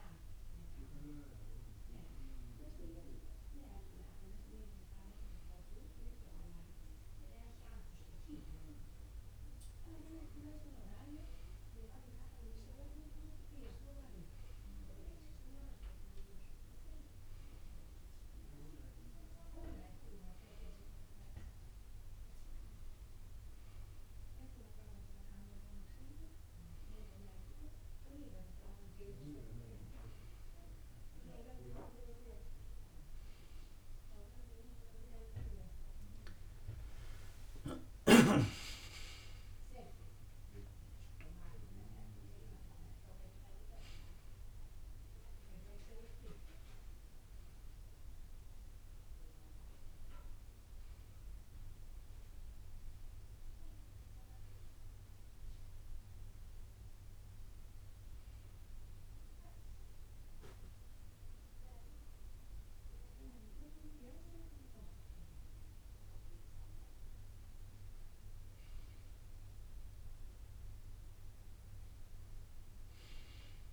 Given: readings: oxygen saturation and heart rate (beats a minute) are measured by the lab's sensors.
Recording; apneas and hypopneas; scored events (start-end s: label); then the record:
a person awake in a sleep study, by a room microphone; none
37.00-48.00 s: drop in pulse transit time (device-marked, heart rate 62 before, 64 extreme)
From the record:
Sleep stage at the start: awake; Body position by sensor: on the right side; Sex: male